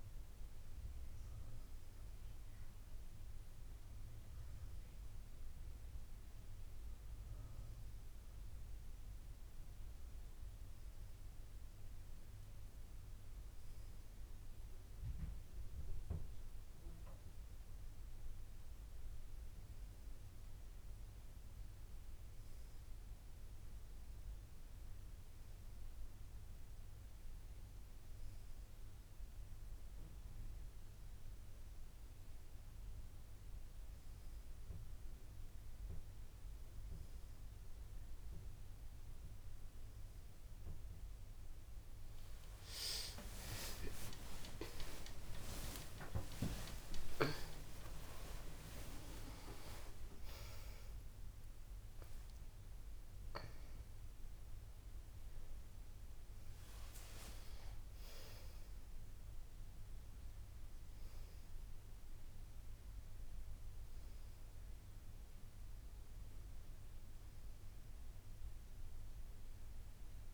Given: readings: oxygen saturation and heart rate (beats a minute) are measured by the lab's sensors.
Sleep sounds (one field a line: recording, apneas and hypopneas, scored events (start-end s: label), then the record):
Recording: breathing in sleep by a room microphone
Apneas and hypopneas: none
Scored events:
12.00-70.34 s: new sleep stage, N1 (lightest sleep)
42.50-47.50 s: arousal
From the record:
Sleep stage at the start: N2 (light sleep)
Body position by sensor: on the back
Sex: female